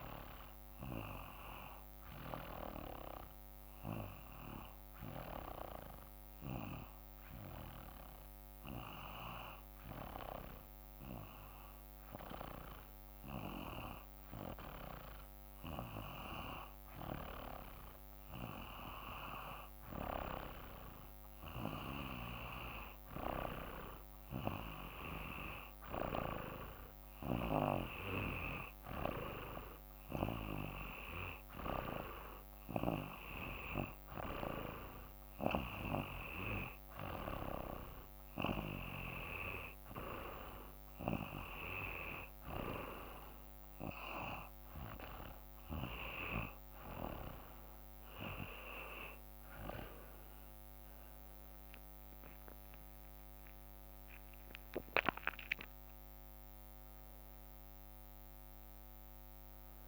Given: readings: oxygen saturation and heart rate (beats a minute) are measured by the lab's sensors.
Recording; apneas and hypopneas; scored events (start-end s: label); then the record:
breathing in sleep by a microphone on the trachea; 1
4.50-20.50 s: hypopnea (oxygen 95% before, 91% lowest, heart rate 56 before, 54 extreme, up 3 after)
22.00-39.00 s: oxygen desaturation (device-marked, oxygen 94% before, 91% lowest, heart rate 55 before, 57 extreme)
23.50-28.00 s: arousal
52.00-56.50 s: arousal
From the record:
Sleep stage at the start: N2 (light sleep); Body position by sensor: on the back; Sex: male